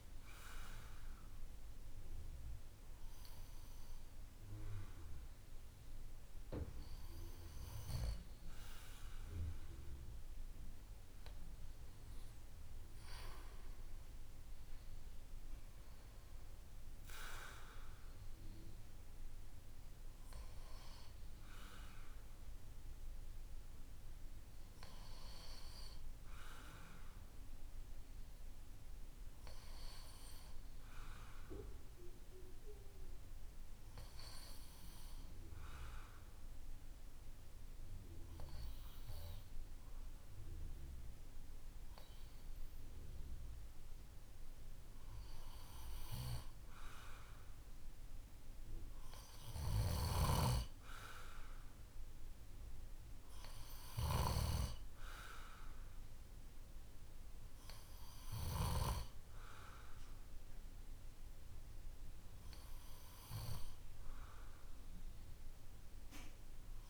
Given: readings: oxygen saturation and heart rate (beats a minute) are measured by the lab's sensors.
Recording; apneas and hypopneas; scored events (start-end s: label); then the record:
breathing in sleep by a room microphone; none
none scored
From the record:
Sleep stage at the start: N2 (light sleep); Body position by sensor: on the back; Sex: male